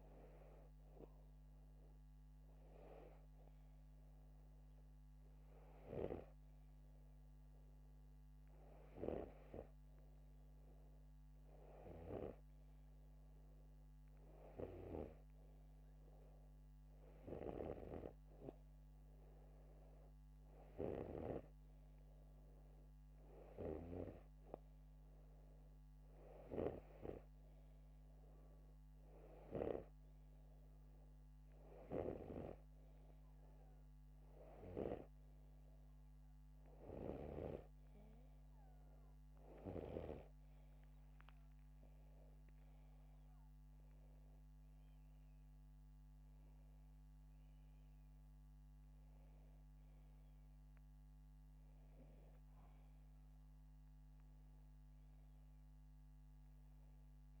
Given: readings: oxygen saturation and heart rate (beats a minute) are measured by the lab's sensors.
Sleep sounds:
breathing in sleep by a microphone on the trachea; none
none scored
From the record:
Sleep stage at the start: N2 (light sleep); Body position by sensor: upright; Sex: male

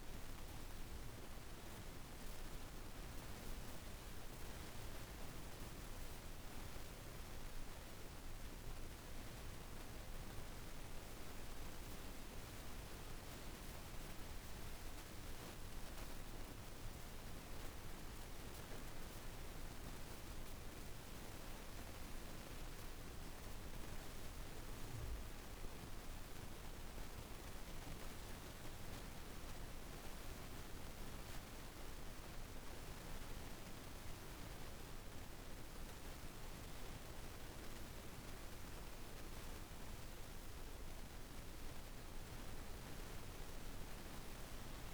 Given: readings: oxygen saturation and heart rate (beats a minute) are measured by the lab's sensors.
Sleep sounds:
breathing in sleep, hard to hear, by a room microphone; none
none scored
From the record:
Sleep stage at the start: N2 (light sleep); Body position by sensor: on the back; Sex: female

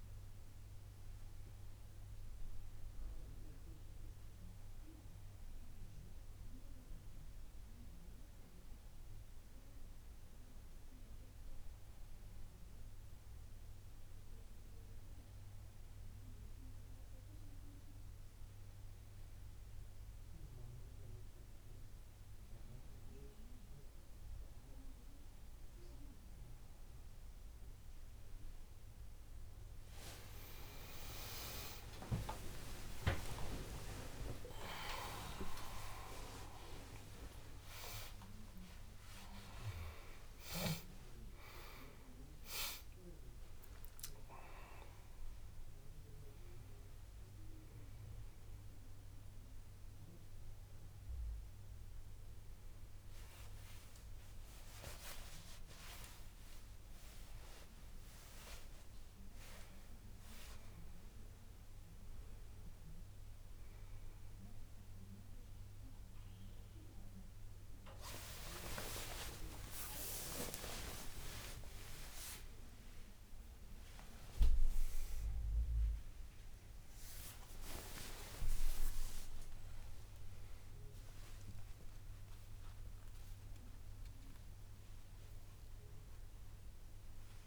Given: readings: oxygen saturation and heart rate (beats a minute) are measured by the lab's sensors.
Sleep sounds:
a person partly awake in a sleep study, by a room microphone; none
30.50-35.50 s: arousal
56.00-87.47 s: new sleep stage, awake
From the record:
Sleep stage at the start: N2 (light sleep); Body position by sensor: on the back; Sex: male

